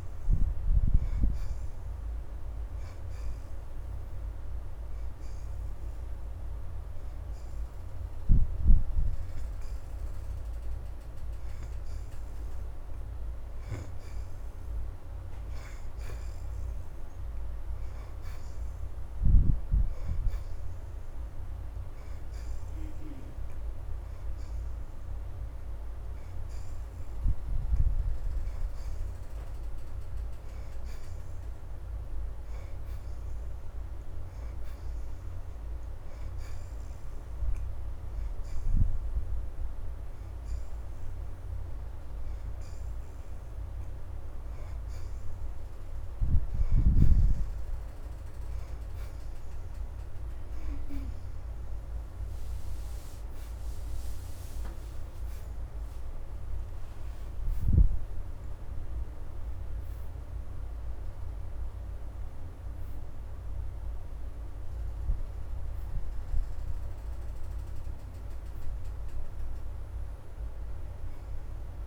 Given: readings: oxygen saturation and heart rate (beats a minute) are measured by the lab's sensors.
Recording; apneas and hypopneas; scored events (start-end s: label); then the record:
breathing in sleep, hard to hear, by a room microphone; none
0.00-1.00 s: oxygen desaturation (device-marked, oxygen 65% lowest, heart rate 81 extreme)
3.00-17.00 s: oxygen desaturation (device-marked, oxygen 75% before, 65% lowest, heart rate 84 before, 83 extreme)
24.00-38.00 s: oxygen desaturation (device-marked, oxygen 73% before, 63% lowest, heart rate 85 before, 84 extreme)
43.00-53.00 s: oxygen desaturation (device-marked, oxygen 69% before, 65% lowest, heart rate 86 before, 82 extreme)
54.50-59.00 s: arousal
55.00-71.87 s: oxygen desaturation (device-marked, oxygen 72% before, 64% lowest, heart rate 87 before, 80 extreme)
From the record:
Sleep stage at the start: N2 (light sleep); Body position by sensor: on the back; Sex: female